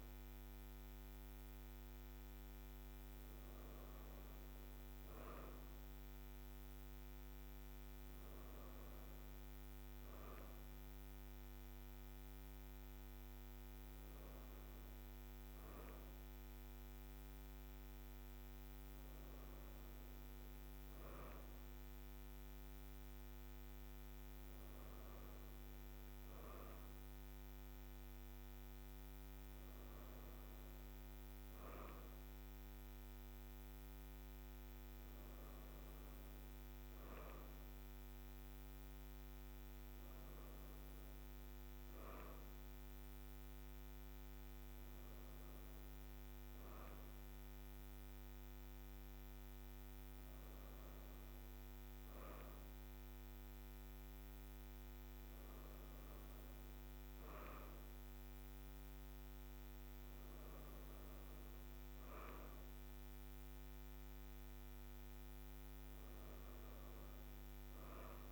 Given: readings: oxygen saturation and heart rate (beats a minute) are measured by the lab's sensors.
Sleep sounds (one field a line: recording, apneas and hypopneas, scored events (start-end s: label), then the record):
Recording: breathing in sleep, hard to hear, by a microphone on the trachea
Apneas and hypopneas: none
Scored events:
none scored
From the record:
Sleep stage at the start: N2 (light sleep)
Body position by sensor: on the right side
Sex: female